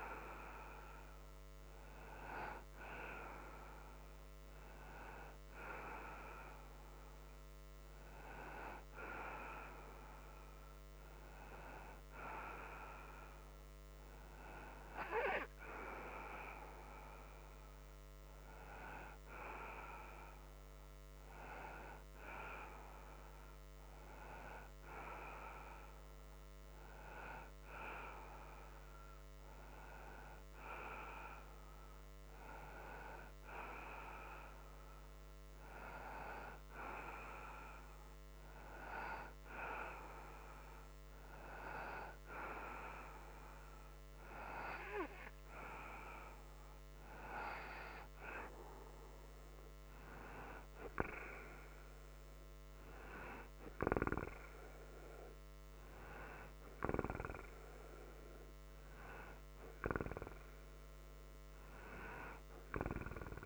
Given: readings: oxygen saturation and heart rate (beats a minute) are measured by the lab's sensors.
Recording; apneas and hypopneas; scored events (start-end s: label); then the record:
breathing in sleep by a microphone on the trachea; none
none scored
From the record:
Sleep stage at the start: N2 (light sleep); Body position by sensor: upright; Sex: male